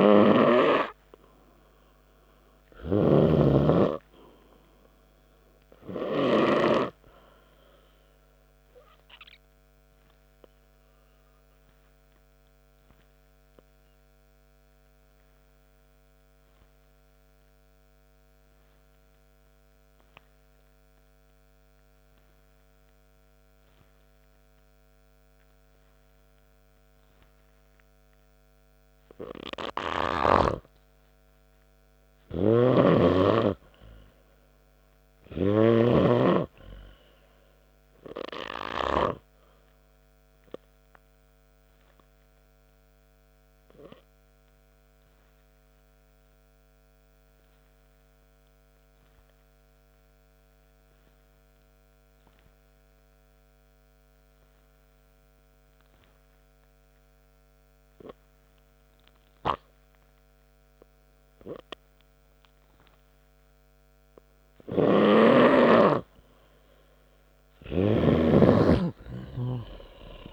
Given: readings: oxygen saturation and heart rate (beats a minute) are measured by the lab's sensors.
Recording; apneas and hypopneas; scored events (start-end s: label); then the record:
breathing in sleep by a microphone on the trachea; 2
1.00-4.00 s: arousal
10.50-30.00 s: obstructive apnea (oxygen 99% before, 88% lowest, heart rate 63 before, 61 extreme, up 0 after)
23.50-47.50 s: oxygen desaturation (device-marked, oxygen 97% before, 88% lowest, heart rate 67 before, 56 extreme)
33.00-36.50 s: snoring (device-marked)
34.50-37.50 s: arousal
44.00-60.00 s: obstructive apnea (oxygen 97% before, 91% lowest, heart rate 66 before, 56 extreme)
59.50-70.33 s: oxygen desaturation (device-marked, oxygen 97% before, 91% lowest, heart rate 68 before, 56 extreme)
66.00-69.00 s: arousal
From the record:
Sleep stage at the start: N2 (light sleep); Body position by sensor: on the back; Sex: male